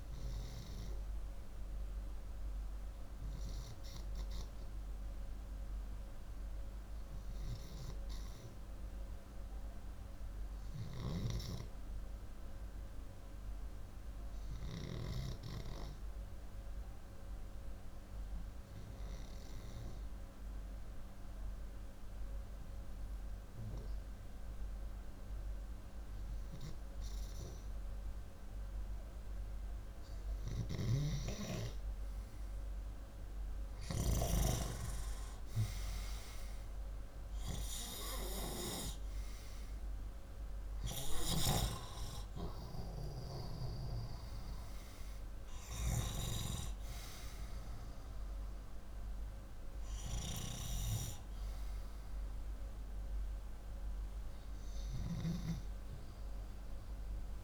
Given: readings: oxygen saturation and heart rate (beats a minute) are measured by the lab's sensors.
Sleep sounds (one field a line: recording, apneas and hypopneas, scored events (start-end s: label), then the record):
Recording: breathing in sleep by a room microphone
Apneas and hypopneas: 1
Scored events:
4.50-29.50 s: hypopnea (oxygen 97% before, 91% lowest, heart rate 123 before, 155 extreme, up 41 after)
20.50-34.50 s: oxygen desaturation (device-marked, oxygen 96% before, 92% lowest, heart rate 170 before, 155 extreme)
29.50-57.44 s: new sleep stage, REM sleep
30.00-33.50 s: snoring (device-marked)
35.00-40.50 s: arousal
From the record:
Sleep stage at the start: N2 (light sleep)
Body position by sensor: upright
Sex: male